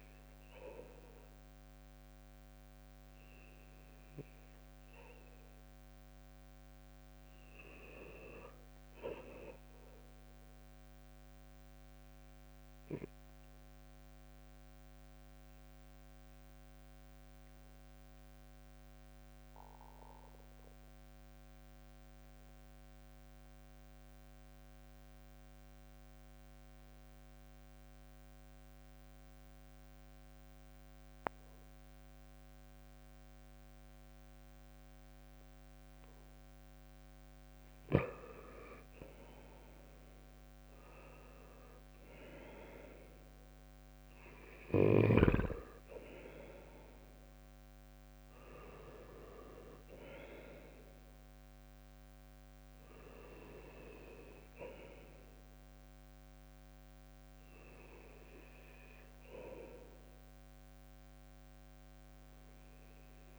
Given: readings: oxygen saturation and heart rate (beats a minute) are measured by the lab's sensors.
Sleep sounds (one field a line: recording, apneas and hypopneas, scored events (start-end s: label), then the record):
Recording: breathing in sleep by a microphone on the trachea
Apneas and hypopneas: 1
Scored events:
10.50-36.50 s: obstructive apnea (oxygen 99% before, 94% lowest, heart rate 67 before, 66 extreme, up 5 after)
40.00-44.00 s: arousal
From the record:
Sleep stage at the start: N2 (light sleep)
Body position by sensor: on the right side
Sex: male